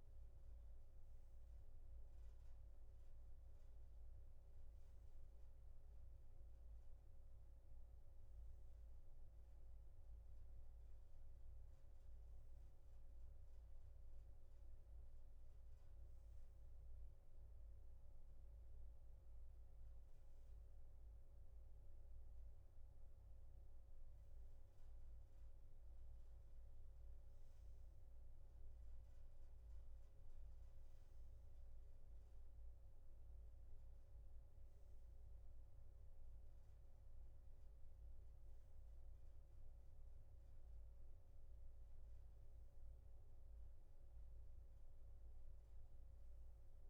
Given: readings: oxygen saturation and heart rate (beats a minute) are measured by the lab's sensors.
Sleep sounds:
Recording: breathing in sleep, hard to hear, by a room microphone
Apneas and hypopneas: none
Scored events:
none scored
From the record:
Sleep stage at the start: N3 (deep sleep)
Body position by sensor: on the back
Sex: male

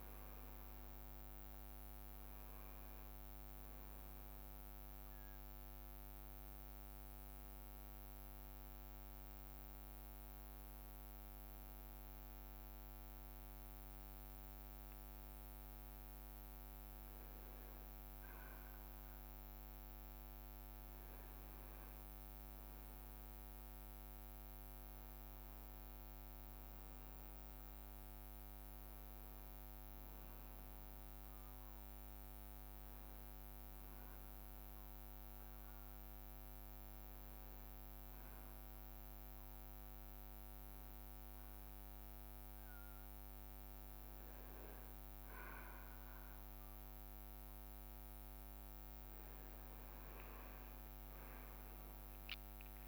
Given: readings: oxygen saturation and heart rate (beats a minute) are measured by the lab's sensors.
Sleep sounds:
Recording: breathing in sleep, hard to hear, by a microphone on the trachea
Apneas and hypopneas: 2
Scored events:
6.50-17.50 s: hypopnea (oxygen 98% before, 95% lowest, heart rate 61 before, 57 extreme, up 5 after)
23.50-27.00 s: arousal
35.50-37.00 s: leg movement (device-marked)
37.00-47.00 s: hypopnea (oxygen 98% before, 95% lowest, heart rate 60 before, 57 extreme, up 8 after)
49.00-52.88 s: leg movement (device-marked)
49.50-52.88 s: arousal
From the record:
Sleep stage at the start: N2 (light sleep)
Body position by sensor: on the back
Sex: male

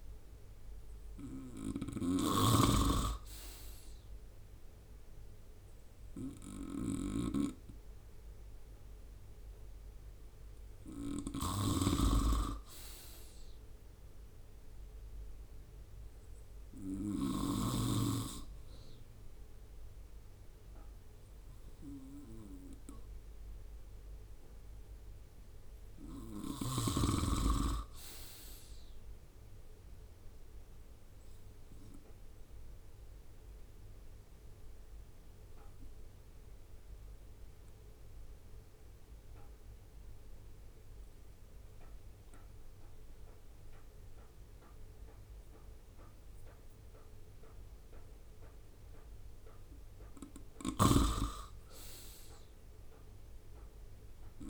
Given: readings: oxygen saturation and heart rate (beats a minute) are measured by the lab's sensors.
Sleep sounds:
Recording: breathing in sleep by a room microphone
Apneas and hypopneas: 1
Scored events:
0.00-2.00 s: arousal
0.00-2.00 s: snoring (device-marked)
10.50-17.00 s: snoring (device-marked)
18.00-32.00 s: oxygen desaturation (device-marked, oxygen 95% before, 91% lowest, heart rate 69 before, 68 extreme)
30.00-49.50 s: obstructive apnea (oxygen 96% before, 93% lowest, heart rate 68 before, 66 extreme, up 8 after)
50.00-54.50 s: snoring (device-marked)
51.50-54.50 s: arousal
From the record:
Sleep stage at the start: REM sleep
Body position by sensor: on the right side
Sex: male

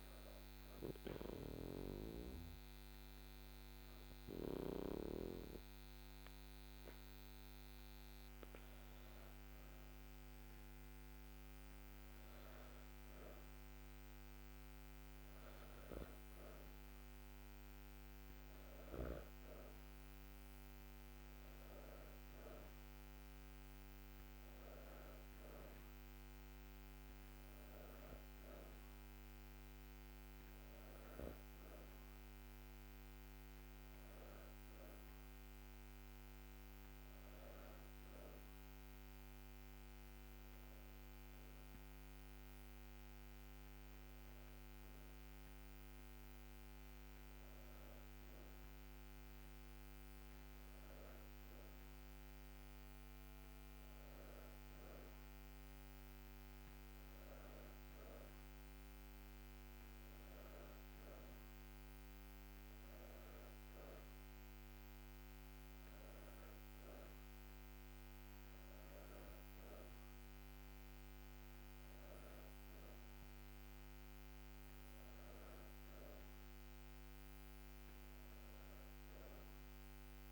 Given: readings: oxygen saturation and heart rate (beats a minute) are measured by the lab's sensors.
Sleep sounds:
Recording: breathing in sleep, hard to hear, by a microphone on the trachea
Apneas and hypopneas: none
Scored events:
none scored
From the record:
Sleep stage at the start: N2 (light sleep)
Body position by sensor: on the back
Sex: female

